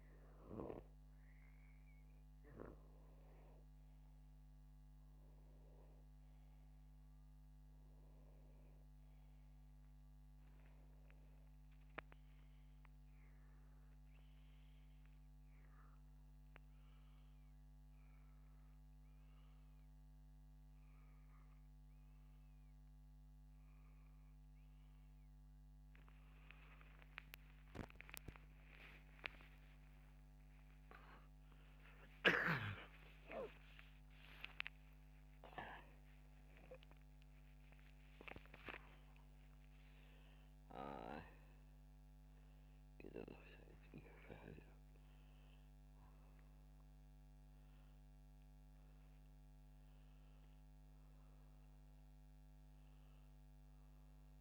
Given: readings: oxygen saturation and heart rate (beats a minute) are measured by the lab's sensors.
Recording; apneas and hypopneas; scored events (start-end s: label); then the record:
a person awake in a sleep study, by a microphone on the trachea; none
0.00-2.50 s: oxygen desaturation (device-marked, oxygen 93% lowest, heart rate 77 extreme)
15.50-45.50 s: new sleep stage, awake
45.50-54.41 s: new sleep stage, N1 (lightest sleep)
From the record:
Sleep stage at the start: N2 (light sleep); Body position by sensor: upright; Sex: male